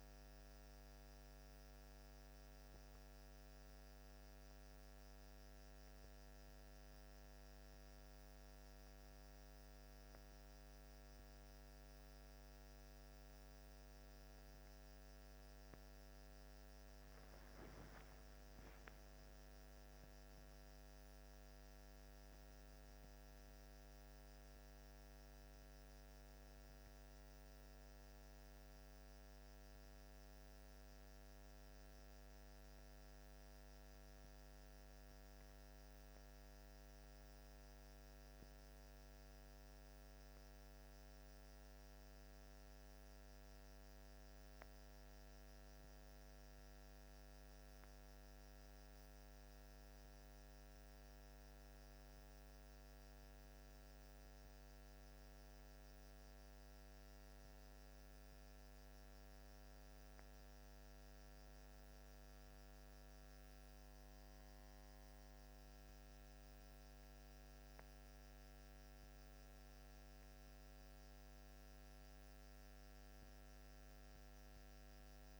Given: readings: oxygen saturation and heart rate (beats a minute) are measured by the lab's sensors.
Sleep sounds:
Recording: breathing in sleep, hard to hear, by a microphone on the trachea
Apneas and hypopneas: none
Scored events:
20.00-24.00 s: arousal
From the record:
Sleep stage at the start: N1 (lightest sleep)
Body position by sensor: on the back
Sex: male

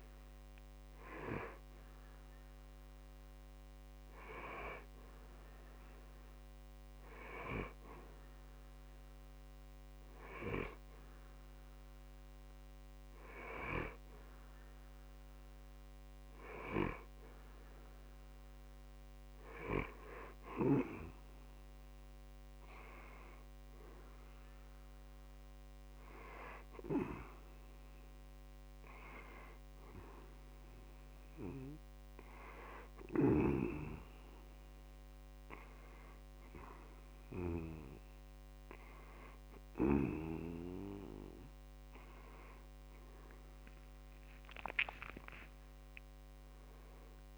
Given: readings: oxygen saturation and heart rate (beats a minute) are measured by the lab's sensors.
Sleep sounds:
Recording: breathing in sleep by a microphone on the trachea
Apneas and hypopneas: none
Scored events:
41.00-44.50 s: arousal
From the record:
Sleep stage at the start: N2 (light sleep)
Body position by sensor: on the back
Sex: male

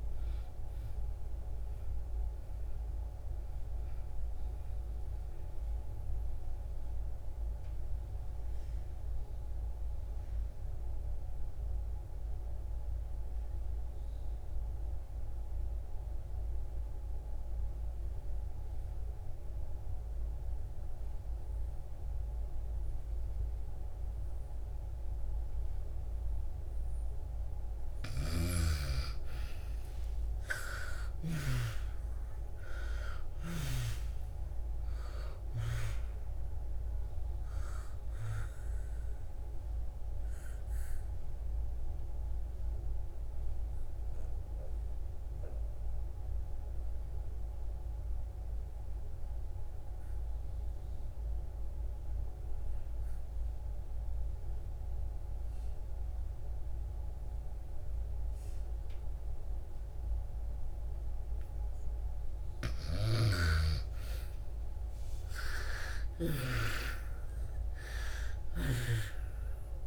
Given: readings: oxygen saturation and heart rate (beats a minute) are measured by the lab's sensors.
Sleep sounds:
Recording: breathing in sleep by a room microphone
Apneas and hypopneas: 2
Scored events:
0.00-21.50 s: oxygen desaturation (device-marked, oxygen 78% lowest, heart rate 57 extreme)
4.50-27.00 s: obstructive apnea (oxygen 98% before, 78% lowest, heart rate 69 before, 57 extreme, up 18 after)
27.50-31.50 s: snoring (device-marked)
27.50-54.50 s: oxygen desaturation (device-marked, oxygen 98% before, 81% lowest, heart rate 61 before, 58 extreme)
30.50-35.00 s: arousal
38.50-60.50 s: obstructive apnea (oxygen 98% before, 81% lowest, heart rate 70 before, 58 extreme, up 7 after)
62.50-66.50 s: arousal
62.50-66.50 s: snoring (device-marked)
64.50-69.87 s: oxygen desaturation (device-marked, oxygen 98% before, 81% lowest, heart rate 62 before, 56 extreme)
From the record:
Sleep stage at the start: N2 (light sleep)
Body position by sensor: on the back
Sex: female

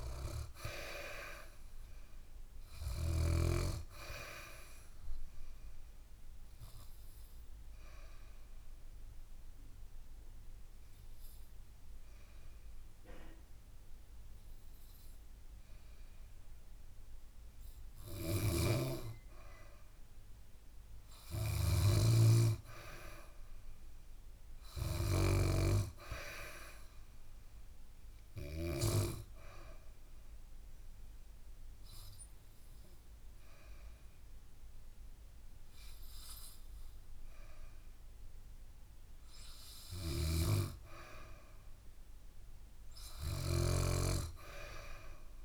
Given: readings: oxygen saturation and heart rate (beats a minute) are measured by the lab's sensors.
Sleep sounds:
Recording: breathing in sleep by a room microphone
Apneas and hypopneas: 2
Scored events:
1.00-15.00 s: oxygen desaturation (device-marked, oxygen 99% before, 95% lowest, heart rate 68 before, 60 extreme)
5.50-19.00 s: obstructive apnea (oxygen 99% before, 94% lowest, heart rate 68 before, 60 extreme, up 9 after)
17.50-25.00 s: snoring (device-marked)
21.50-25.50 s: arousal
28.50-38.50 s: obstructive apnea (oxygen 98% before, 93% lowest, heart rate 65 before, 62 extreme, up 5 after)
39.50-45.45 s: snoring (device-marked)
40.50-44.00 s: arousal
From the record:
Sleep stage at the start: N2 (light sleep)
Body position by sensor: on the back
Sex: female

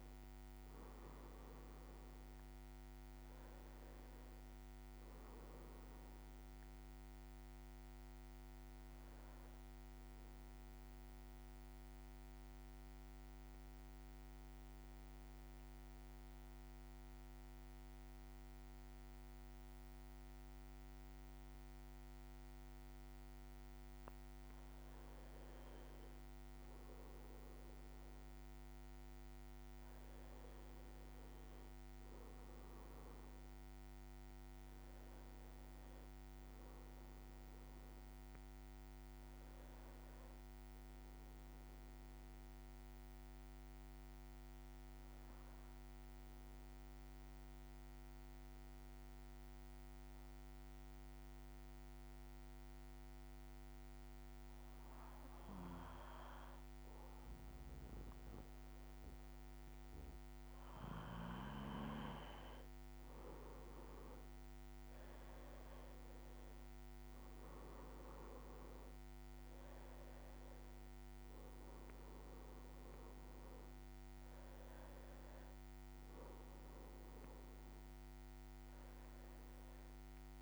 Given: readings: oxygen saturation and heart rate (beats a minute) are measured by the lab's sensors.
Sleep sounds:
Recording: breathing in sleep, hard to hear, by a microphone on the trachea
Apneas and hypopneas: 2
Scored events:
1.50-80.42 s: new sleep stage, N2 (light sleep)
10.50-23.50 s: central apnea (oxygen 98% before, 94% lowest, heart rate 56 before, 52 extreme, up 5 after)
27.00-32.00 s: arousal
44.50-60.00 s: obstructive apnea (oxygen 98% before, 94% lowest, heart rate 56 before, 53 extreme, up 5 after)
62.00-67.00 s: arousal
66.50-80.42 s: oxygen desaturation (device-marked, oxygen 97% before, 94% lowest, heart rate 55 before, 53 extreme)
From the record:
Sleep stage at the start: N1 (lightest sleep)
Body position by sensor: on the back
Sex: male

